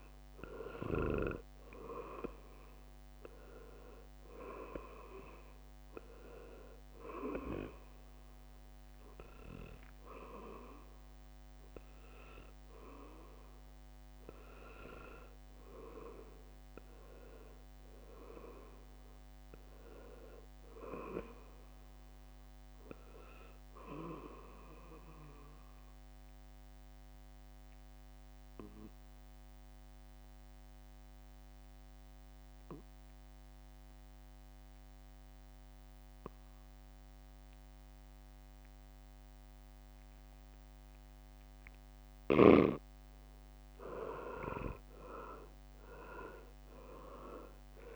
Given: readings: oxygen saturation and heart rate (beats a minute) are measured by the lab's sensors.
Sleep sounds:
breathing in sleep by a microphone on the trachea; 2
0.00-4.00 s: drop in pulse transit time (device-marked, heart rate 67 extreme)
0.00-16.00 s: oxygen desaturation (device-marked, oxygen 92% lowest, heart rate 61 extreme)
2.50-14.00 s: hypopnea (oxygen 99% before, 92% lowest, heart rate 68 before, 61 extreme, up 5 after)
16.50-21.00 s: arousal
26.50-42.00 s: obstructive apnea (oxygen 99% before, 92% lowest, heart rate 69 before, 61 extreme, up 12 after)
43.00-47.96 s: oxygen desaturation (device-marked, oxygen 98% before, 92% lowest, heart rate 63 before, 62 extreme)
46.00-47.96 s: drop in pulse transit time (device-marked, heart rate 63 before, 68 extreme)
From the record:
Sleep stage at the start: N2 (light sleep); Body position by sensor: on the back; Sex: male

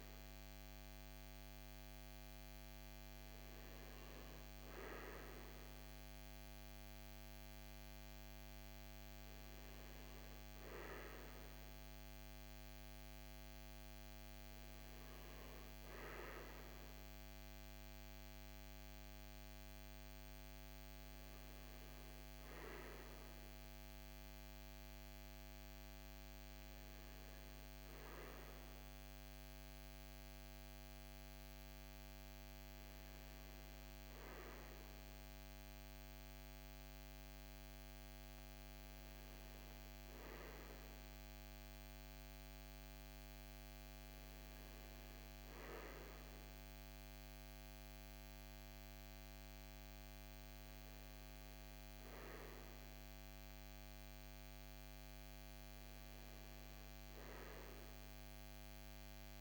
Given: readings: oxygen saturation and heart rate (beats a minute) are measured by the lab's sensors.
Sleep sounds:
breathing in sleep, hard to hear, by a microphone on the trachea; none
none scored
From the record:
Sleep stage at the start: N2 (light sleep); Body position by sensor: on the right side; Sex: male

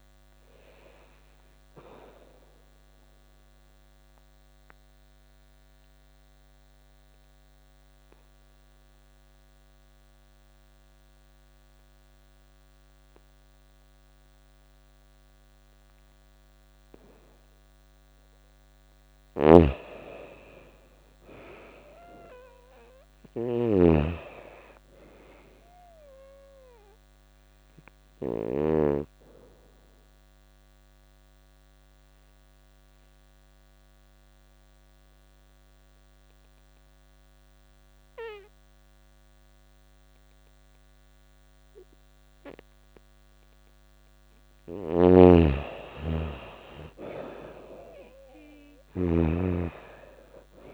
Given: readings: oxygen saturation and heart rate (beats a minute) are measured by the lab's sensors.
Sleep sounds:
breathing in sleep by a microphone on the trachea; 2
2.50-17.00 s: obstructive apnea (oxygen 98% before, 87% lowest, heart rate 87 before, 79 extreme, up 3 after)
3.00-17.00 s: oxygen desaturation (device-marked, oxygen 98% before, 89% lowest, heart rate 88 before, 79 extreme)
18.50-28.00 s: snoring (device-marked)
19.00-23.00 s: arousal
26.00-43.00 s: obstructive apnea (oxygen 98% before, 87% lowest, heart rate 81 before, 81 extreme, up 3 after)
27.00-43.00 s: oxygen desaturation (device-marked, oxygen 98% before, 87% lowest, heart rate 81 before, 81 extreme)
44.00-48.50 s: snoring (device-marked)
44.50-48.00 s: arousal
From the record:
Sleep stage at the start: N2 (light sleep); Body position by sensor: on the right side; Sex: female

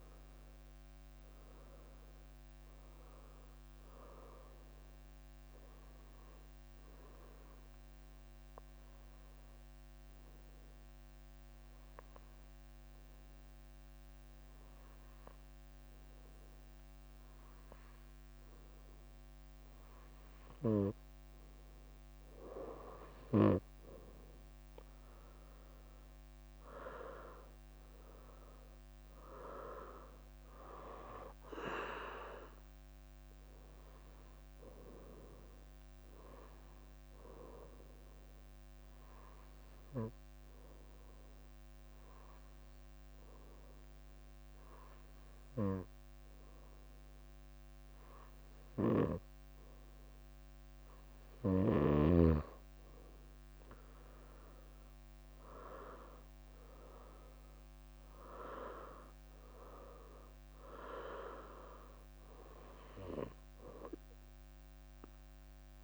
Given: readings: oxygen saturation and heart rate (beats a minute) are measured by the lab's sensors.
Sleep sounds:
breathing in sleep by a microphone on the trachea; 2
0.00-1.50 s: leg movement (device-marked)
0.00-15.50 s: oxygen desaturation (device-marked, oxygen 94% lowest, heart rate 57 extreme)
2.50-4.00 s: leg movement (device-marked)
4.00-19.00 s: hypopnea (oxygen 98% before, 94% lowest, heart rate 66 before, 57 extreme, up 11 after)
4.50-10.50 s: bradycardia (device-marked, heart rate 66 before, 57 extreme)
5.50-7.50 s: leg movement (device-marked)
22.50-23.50 s: leg movement (device-marked)
23.50-27.50 s: arousal
26.50-44.50 s: oxygen desaturation (device-marked, oxygen 98% before, 95% lowest, heart rate 61 before, 59 extreme)
28.00-32.50 s: leg movement (device-marked)
34.50-36.50 s: bradycardia (device-marked, heart rate 66 before, 63 extreme)
36.00-49.50 s: hypopnea (oxygen 98% before, 94% lowest, heart rate 66 before, 57 extreme, up 8 after)
36.50-45.50 s: leg movement (device-marked)
48.50-58.50 s: leg movement (device-marked)
53.50-57.50 s: arousal
59.50-65.84 s: oxygen desaturation (device-marked, oxygen 98% before, 94% lowest, heart rate 62 before, 57 extreme)
60.50-64.00 s: leg movement (device-marked)
64.50-65.84 s: bradycardia (device-marked, heart rate 66 before, 57 extreme)
From the record:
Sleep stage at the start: N2 (light sleep); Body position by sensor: on the right side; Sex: female

